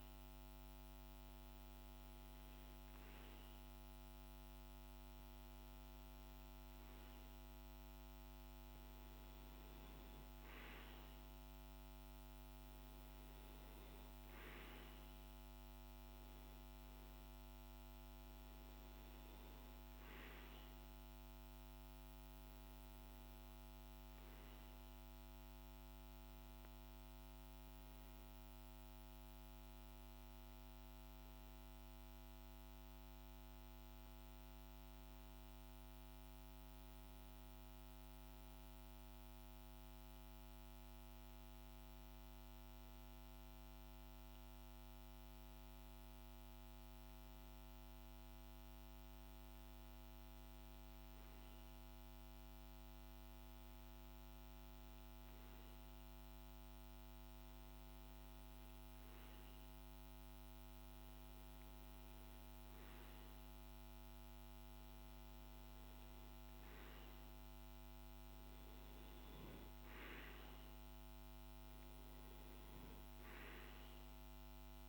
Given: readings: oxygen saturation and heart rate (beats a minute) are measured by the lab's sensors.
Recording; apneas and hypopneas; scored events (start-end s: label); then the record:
breathing in sleep, hard to hear, by a microphone on the trachea; none
none scored
From the record:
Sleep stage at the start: REM sleep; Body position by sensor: on the back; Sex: male